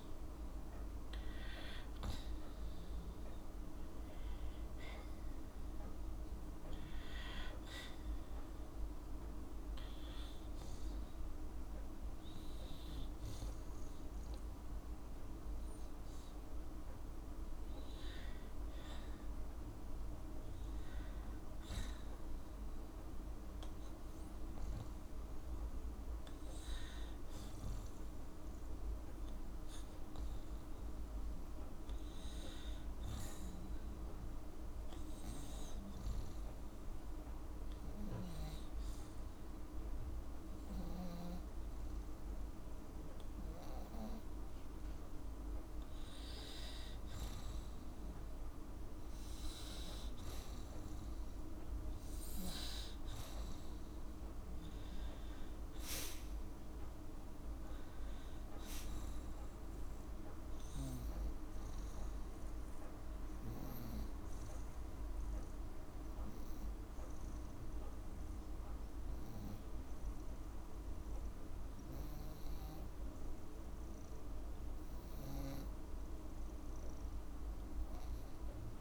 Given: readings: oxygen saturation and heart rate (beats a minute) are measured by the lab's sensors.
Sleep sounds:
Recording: breathing in sleep, hard to hear, by a room microphone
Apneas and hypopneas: none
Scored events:
0.00-18.50 s: oxygen desaturation (device-marked, oxygen 93% lowest, heart rate 62 extreme)
76.50-78.81 s: new sleep stage, awake
From the record:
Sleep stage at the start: N2 (light sleep)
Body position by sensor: on the right side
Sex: female

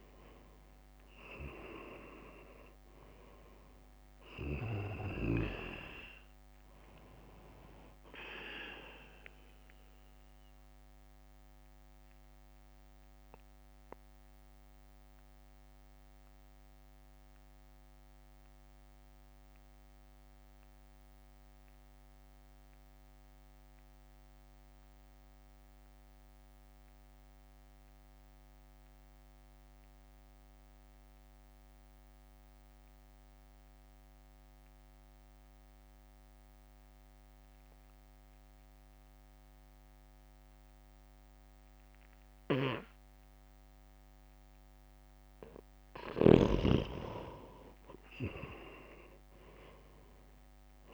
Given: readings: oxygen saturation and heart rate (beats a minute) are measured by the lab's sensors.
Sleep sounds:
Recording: breathing in sleep by a microphone on the trachea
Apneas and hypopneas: 1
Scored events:
0.00-4.50 s: arousal
0.50-13.50 s: drop in pulse transit time (device-marked, heart rate 59 before, 54 extreme)
10.50-44.50 s: mixed apnea (oxygen 98% before, 87% lowest, heart rate 57 before, 53 extreme, up 0 after)
16.50-31.50 s: oxygen desaturation (device-marked, oxygen 94% before, 87% lowest, heart rate 57 before, 56 extreme)
43.50-50.94 s: drop in pulse transit time (device-marked, heart rate 60 before, 53 extreme)
44.50-50.50 s: oxygen desaturation (device-marked, oxygen 98% before, 93% lowest, heart rate 60 before, 53 extreme)
48.00-50.94 s: arousal
From the record:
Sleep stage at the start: N2 (light sleep)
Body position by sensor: on the right side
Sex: male

